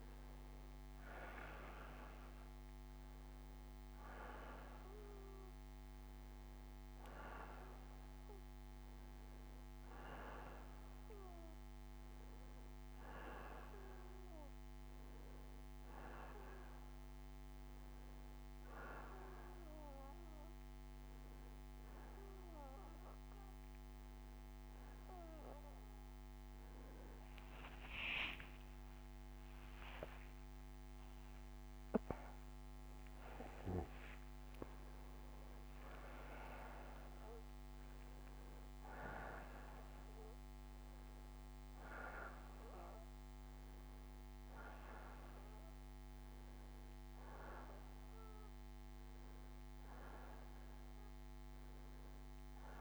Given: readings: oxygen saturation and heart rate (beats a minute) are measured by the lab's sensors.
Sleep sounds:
breathing in sleep by a microphone on the trachea; none
28.00-33.00 s: arousal
38.50-42.50 s: bradycardia (device-marked, heart rate 65 before, 59 extreme)
From the record:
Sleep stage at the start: N1 (lightest sleep); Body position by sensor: on the back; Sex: male

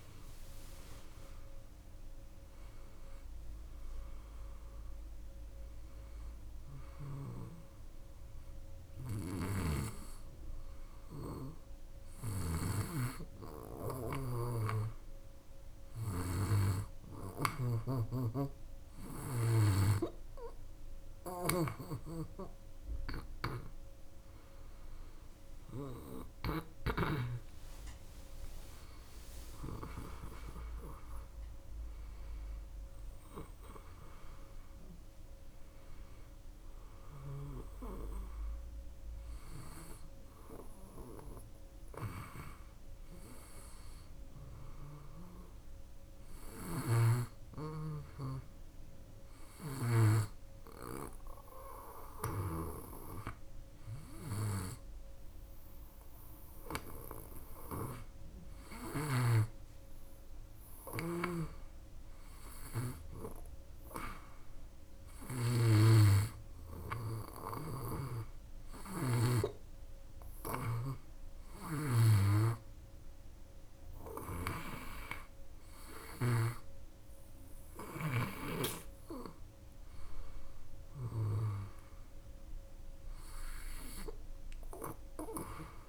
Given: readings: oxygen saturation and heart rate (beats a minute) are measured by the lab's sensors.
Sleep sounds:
breathing in sleep by a room microphone; none
0.00-1.50 s: arousal
9.00-21.50 s: snoring (device-marked)
26.50-30.00 s: arousal
46.50-50.00 s: snoring (device-marked)
65.00-76.50 s: snoring (device-marked)
From the record:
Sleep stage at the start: N2 (light sleep); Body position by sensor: on the back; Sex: female

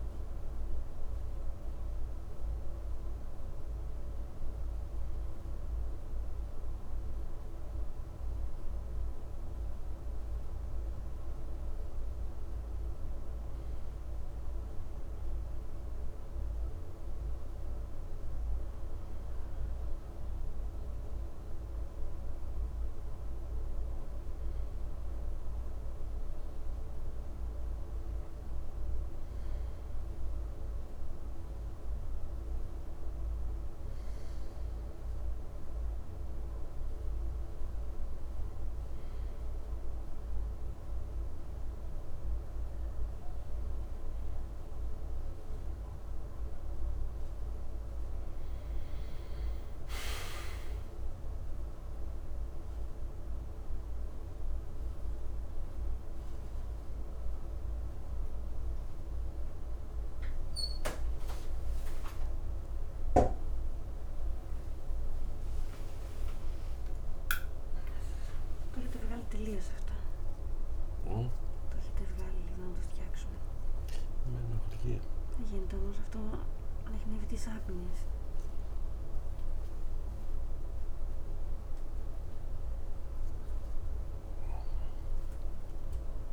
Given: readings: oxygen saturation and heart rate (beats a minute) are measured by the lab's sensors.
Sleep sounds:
a person partly awake in a sleep study, by a room microphone; none
47.00-86.32 s: new sleep stage, awake
From the record:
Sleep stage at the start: N1 (lightest sleep); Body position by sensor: on the right side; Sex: male

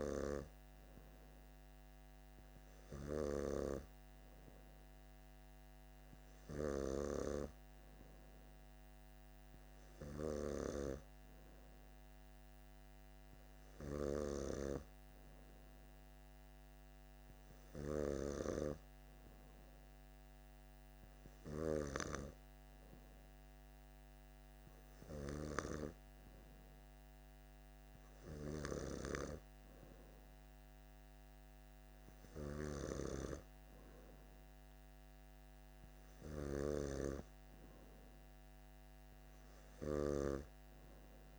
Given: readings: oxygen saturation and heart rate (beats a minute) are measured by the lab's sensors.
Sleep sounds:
breathing in sleep by a microphone on the trachea; none
none scored
From the record:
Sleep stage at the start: N2 (light sleep); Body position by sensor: on the back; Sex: male

